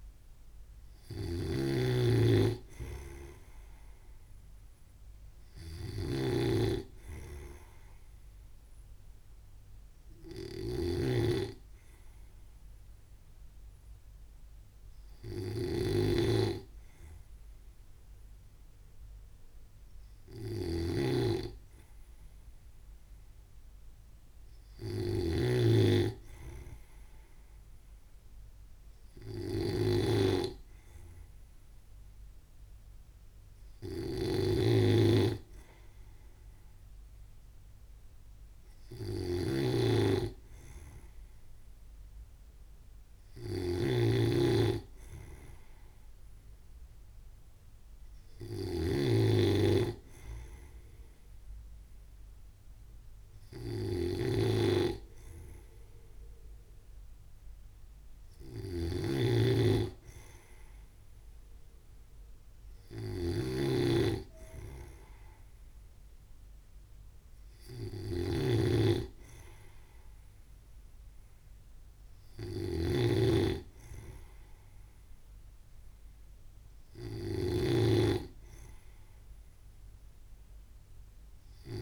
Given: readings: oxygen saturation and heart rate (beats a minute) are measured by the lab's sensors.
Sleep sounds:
breathing in sleep by a room microphone; none
0.00-81.81 s: snoring (device-marked)
From the record:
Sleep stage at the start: N2 (light sleep); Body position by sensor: on the right side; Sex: male

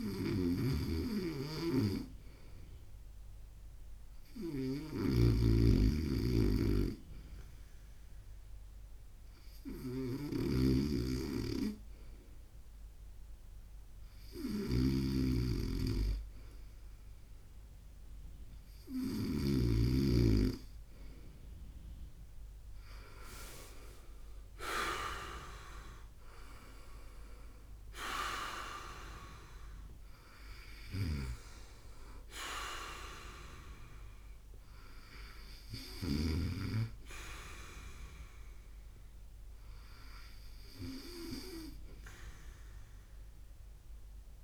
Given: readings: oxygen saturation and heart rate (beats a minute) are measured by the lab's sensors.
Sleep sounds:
breathing in sleep by a room microphone; none
0.00-2.00 s: arousal
0.00-19.00 s: snoring (device-marked)
10.00-38.00 s: oxygen desaturation (device-marked, oxygen 96% before, 92% lowest, heart rate 66 before, 64 extreme)
30.50-36.00 s: snoring (device-marked)
39.00-43.00 s: arousal
From the record:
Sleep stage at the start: REM sleep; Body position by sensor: on the right side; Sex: male

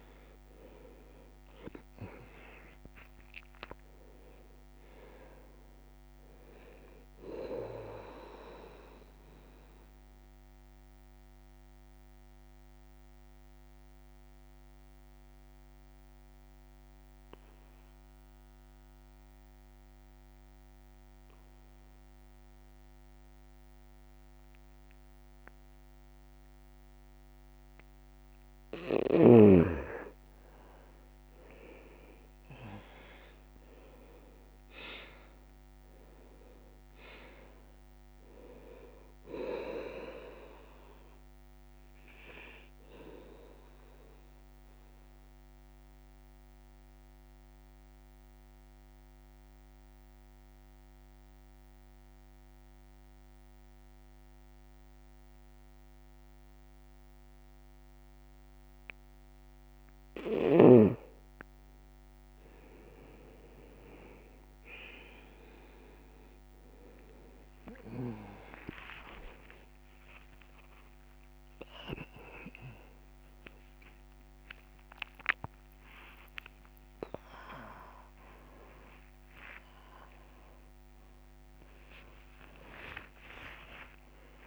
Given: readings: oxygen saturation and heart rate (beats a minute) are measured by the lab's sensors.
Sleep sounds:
a person partly awake in a sleep study, by a microphone on the trachea; 2
0.00-1.50 s: arousal
7.00-31.00 s: oxygen desaturation (device-marked, oxygen 97% before, 87% lowest, heart rate 69 before, 62 extreme)
8.50-29.00 s: mixed apnea (oxygen 97% before, 87% lowest, heart rate 70 before, 62 extreme, up 11 after)
30.50-34.00 s: arousal
42.00-63.00 s: oxygen desaturation (device-marked, oxygen 98% before, 87% lowest, heart rate 71 before, 64 extreme)
44.00-60.00 s: mixed apnea (oxygen 98% before, 87% lowest, heart rate 72 before, 64 extreme, up 9 after)
60.00-84.47 s: new sleep stage, awake
From the record:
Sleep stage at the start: N2 (light sleep); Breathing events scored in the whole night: 319 in 4.1 hours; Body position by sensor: on the back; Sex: male

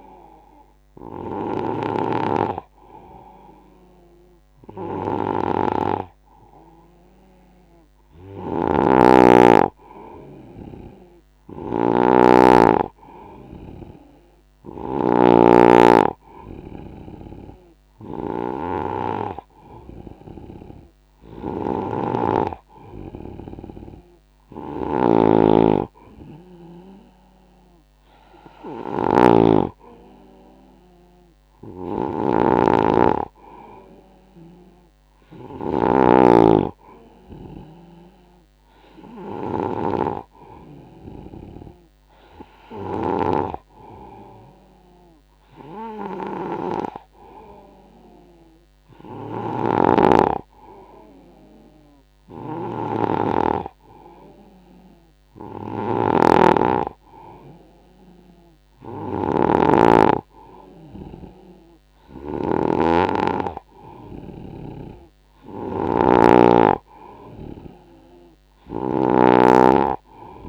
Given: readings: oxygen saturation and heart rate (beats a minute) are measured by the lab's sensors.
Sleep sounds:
breathing in sleep by a microphone on the trachea; none
0.00-43.00 s: snoring (device-marked)
49.00-70.49 s: snoring (device-marked)
From the record:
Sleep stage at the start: N2 (light sleep); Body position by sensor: on the right side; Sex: male

